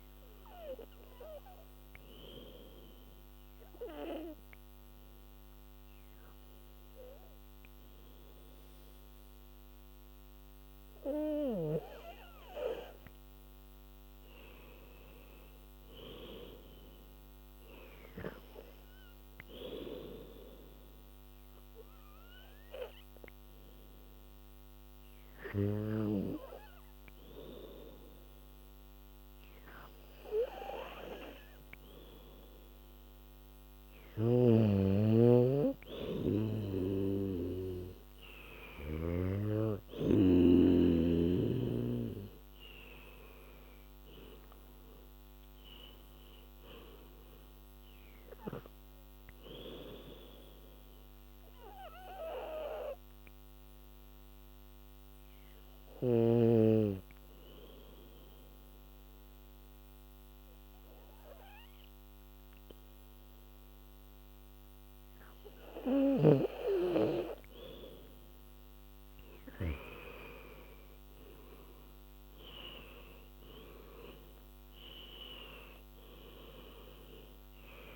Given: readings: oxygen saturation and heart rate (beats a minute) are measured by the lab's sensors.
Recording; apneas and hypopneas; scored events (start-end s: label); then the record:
breathing in sleep by a microphone on the trachea; 3
0.00-10.00 s: oxygen desaturation (device-marked, oxygen 89% lowest, heart rate 70 extreme)
1.00-13.00 s: obstructive apnea (oxygen 100% before, 89% lowest, heart rate 78 before, 70 extreme, up 12 after)
14.00-16.50 s: arousal
16.00-28.00 s: oxygen desaturation (device-marked, oxygen 98% before, 92% lowest, heart rate 76 before, 74 extreme)
20.50-34.50 s: hypopnea (oxygen 98% before, 89% lowest, heart rate 75 before, 74 extreme, up 9 after)
34.00-40.50 s: snoring (device-marked)
35.00-50.00 s: oxygen desaturation (device-marked, oxygen 97% before, 93% lowest, heart rate 78 before, 74 extreme)
36.00-39.50 s: arousal
50.50-66.50 s: obstructive apnea (oxygen 97% before, 88% lowest, heart rate 82 before, 73 extreme, up 8 after)
63.00-77.96 s: oxygen desaturation (device-marked, oxygen 98% before, 89% lowest, heart rate 80 before, 67 extreme)
70.00-75.00 s: arousal
From the record:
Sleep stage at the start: N2 (light sleep); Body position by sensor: on the back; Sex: female